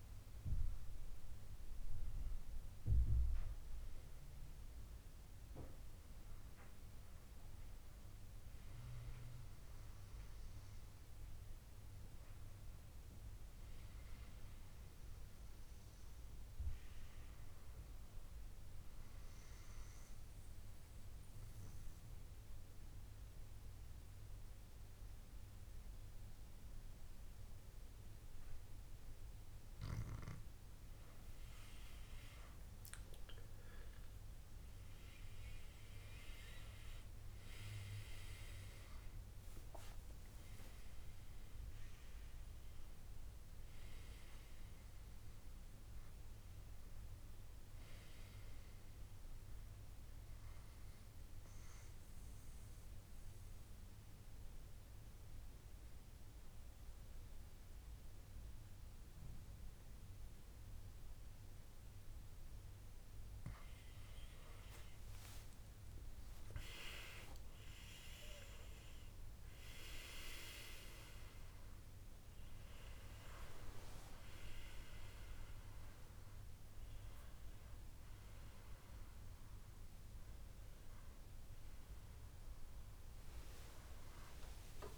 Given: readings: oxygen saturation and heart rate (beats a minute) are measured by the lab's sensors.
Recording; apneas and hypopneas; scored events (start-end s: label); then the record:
breathing in sleep by a room microphone; 2
0.00-3.50 s: oxygen desaturation (device-marked, oxygen 92% lowest, heart rate 66 extreme)
3.50-5.50 s: long interval between heartbeats (device-marked, heart rate 73 before, 72 extreme)
19.00-31.00 s: central apnea (oxygen 98% before, 93% lowest, heart rate 72 before, 66 extreme, up 10 after)
33.00-36.50 s: arousal
35.50-53.50 s: oxygen desaturation (device-marked, oxygen 97% before, 94% lowest, heart rate 67 before, 65 extreme)
49.50-64.00 s: obstructive apnea (oxygen 97% before, 93% lowest, heart rate 74 before, 65 extreme, up 15 after)
72.50-84.98 s: oxygen desaturation (device-marked, oxygen 97% before, 93% lowest, heart rate 69 before, 72 extreme)
78.50-84.98 s: new sleep stage, awake
From the record:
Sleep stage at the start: N2 (light sleep); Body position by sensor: on the back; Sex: male